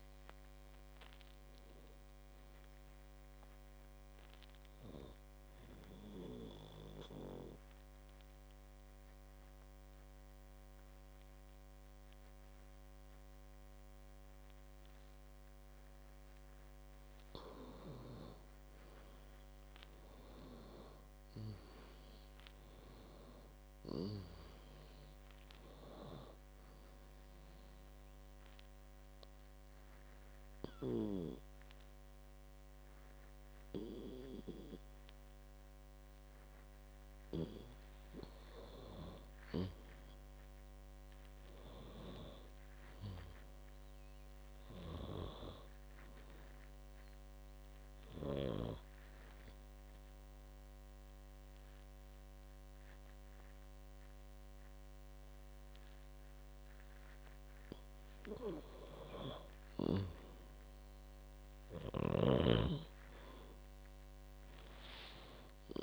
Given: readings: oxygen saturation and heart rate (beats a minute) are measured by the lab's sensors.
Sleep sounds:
breathing in sleep by a microphone on the trachea; 3
6.00-18.00 s: mixed apnea (oxygen 97% before, 93% lowest, heart rate 74 before, 54 extreme, up 15 after)
19.00-22.00 s: arousal
24.00-39.00 s: oxygen desaturation (device-marked, oxygen 97% before, 93% lowest, heart rate 59 before, 54 extreme)
27.50-38.50 s: mixed apnea (oxygen 97% before, 93% lowest, heart rate 61 before, 54 extreme, up 10 after)
40.50-44.50 s: arousal
47.50-58.50 s: central apnea (oxygen 97% before, 93% lowest, heart rate 60 before, 55 extreme, up 7 after)
61.50-65.50 s: arousal
From the record:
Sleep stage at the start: N2 (light sleep); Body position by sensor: on the back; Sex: female

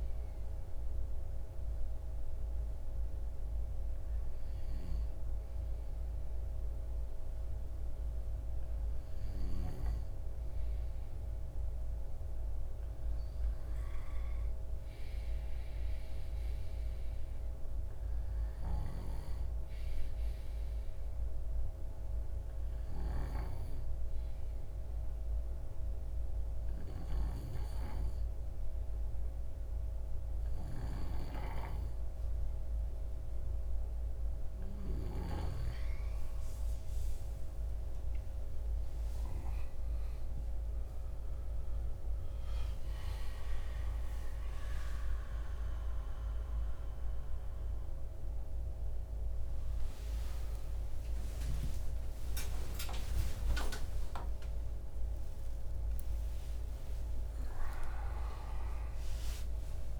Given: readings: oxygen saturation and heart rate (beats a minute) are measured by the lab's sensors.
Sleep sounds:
a person partly awake in a sleep study, by a room microphone; 1
21.50-33.50 s: obstructive apnea (oxygen 98% before, 93% lowest)
26.00-56.00 s: new sleep stage, awake
56.00-60.00 s: new sleep stage, N1 (lightest sleep)
From the record:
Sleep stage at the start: N2 (light sleep); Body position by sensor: on the left side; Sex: male

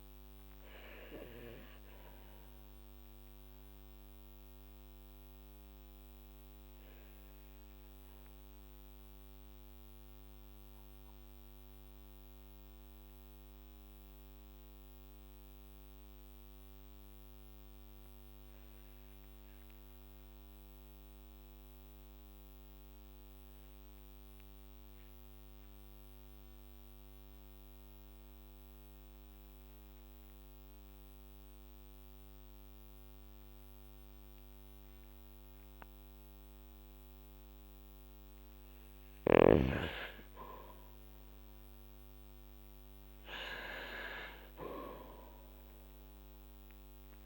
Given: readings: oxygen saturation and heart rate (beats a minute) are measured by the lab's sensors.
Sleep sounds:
breathing in sleep by a microphone on the trachea; 1
0.50-37.00 s: obstructive apnea (oxygen 99% before, 94% lowest, heart rate 55 before, 44 extreme, up 7 after)
28.50-44.50 s: oxygen desaturation (device-marked, oxygen 98% before, 94% lowest, heart rate 48 before, 44 extreme)
40.00-45.00 s: arousal
From the record:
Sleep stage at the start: N2 (light sleep); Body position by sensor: on the back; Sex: male

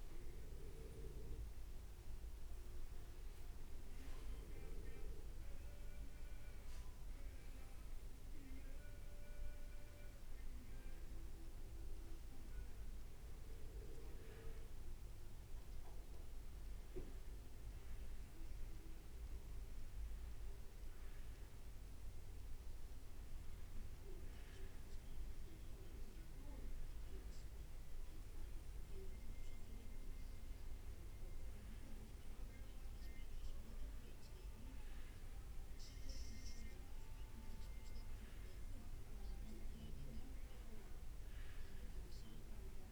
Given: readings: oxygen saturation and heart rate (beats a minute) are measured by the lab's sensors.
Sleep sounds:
breathing in sleep by a room microphone; none
2.00-42.92 s: new sleep stage, N2 (light sleep)
From the record:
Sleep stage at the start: N1 (lightest sleep); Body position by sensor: on the right side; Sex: male

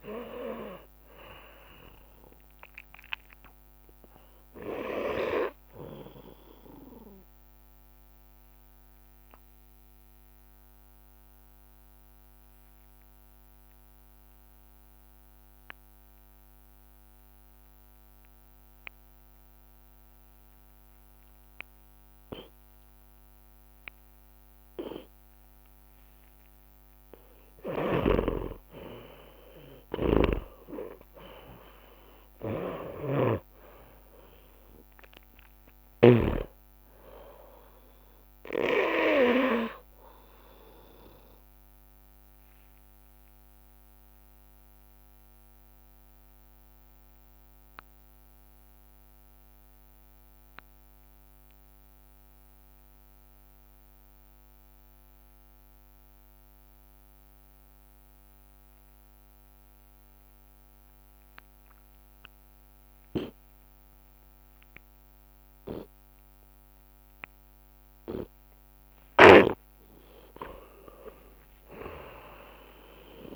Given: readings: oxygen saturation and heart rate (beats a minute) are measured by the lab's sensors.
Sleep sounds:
breathing in sleep by a microphone on the trachea; 2
0.00-19.00 s: oxygen desaturation (device-marked, oxygen 90% lowest)
9.00-26.00 s: mixed apnea (oxygen 97% before, 89% lowest)
23.50-25.50 s: long interval between heartbeats (device-marked)
27.50-32.50 s: arousal
30.00-36.50 s: snoring (device-marked)
30.50-32.50 s: long interval between heartbeats (device-marked)
31.00-43.00 s: drop in pulse transit time (device-marked)
39.00-41.00 s: long interval between heartbeats (device-marked, heart rate 36 before, 64 extreme)
42.50-62.00 s: obstructive apnea (oxygen 98% before, 86% lowest, heart rate 45 before, 58 extreme, up 6 after)
44.00-58.00 s: oxygen desaturation (device-marked, oxygen 96% before, 89% lowest, heart rate 50 before, 58 extreme)
66.50-71.50 s: arousal
69.00-73.36 s: snoring (device-marked)
70.00-73.36 s: tachycardia (device-marked, heart rate 37 before, 106 extreme)
71.00-73.00 s: long interval between heartbeats (device-marked, heart rate 62 before, 89 extreme)
71.00-73.36 s: drop in pulse transit time (device-marked, heart rate 62 before, 74 extreme)
From the record:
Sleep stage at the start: N2 (light sleep); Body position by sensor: on the back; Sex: male

